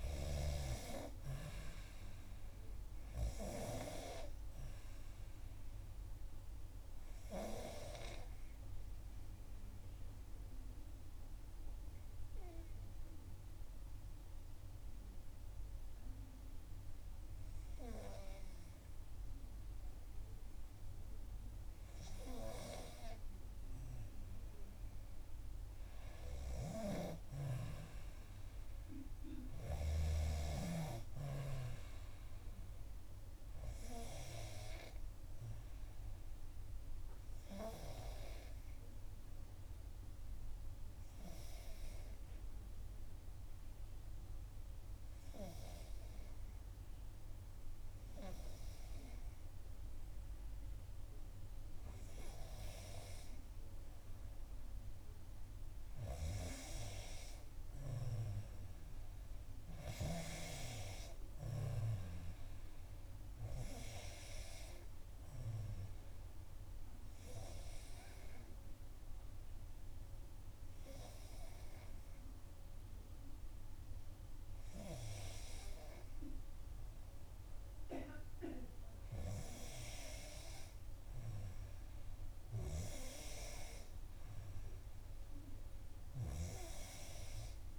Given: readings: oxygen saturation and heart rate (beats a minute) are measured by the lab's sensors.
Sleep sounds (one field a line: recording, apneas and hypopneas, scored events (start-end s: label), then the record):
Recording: breathing in sleep by a room microphone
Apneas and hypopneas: 3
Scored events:
7.50-24.50 s: obstructive apnea (oxygen 96% before, 92% lowest, heart rate 62 before, 58 extreme, up 2 after)
27.00-31.00 s: arousal
37.50-52.50 s: obstructive apnea (oxygen 95% before, 92% lowest, heart rate 60 before, 59 extreme, up 0 after)
54.50-58.50 s: arousal
65.50-78.00 s: obstructive apnea (oxygen 95% before, 91% lowest, heart rate 61 before, 58 extreme, up 4 after)
82.50-87.00 s: arousal
From the record:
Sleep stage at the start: N2 (light sleep)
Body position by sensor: on the back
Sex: female